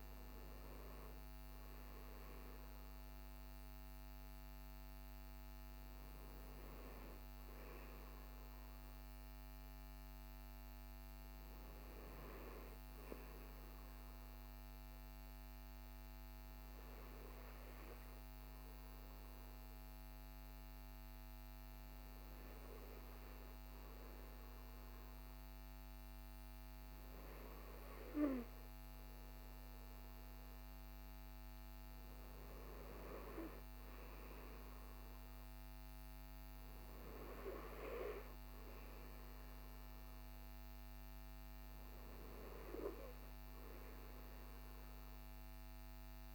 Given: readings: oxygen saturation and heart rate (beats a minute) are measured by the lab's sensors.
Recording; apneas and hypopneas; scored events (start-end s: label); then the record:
breathing in sleep by a microphone on the trachea; none
none scored
From the record:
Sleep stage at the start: N2 (light sleep); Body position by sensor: on the right side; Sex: male